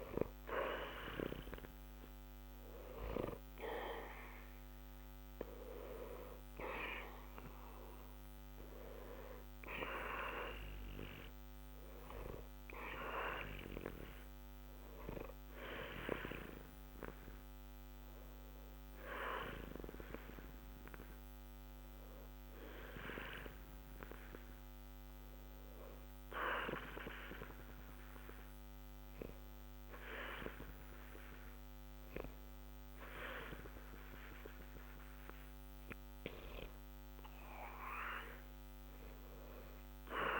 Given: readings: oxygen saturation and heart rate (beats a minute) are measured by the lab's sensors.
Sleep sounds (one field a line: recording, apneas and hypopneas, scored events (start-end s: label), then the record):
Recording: breathing in sleep by a microphone on the trachea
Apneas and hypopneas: none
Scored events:
5.50-27.50 s: oxygen desaturation (device-marked, oxygen 95% before, 90% lowest, heart rate 60 before, 60 extreme)
From the record:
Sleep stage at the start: N2 (light sleep)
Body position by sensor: on the back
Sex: male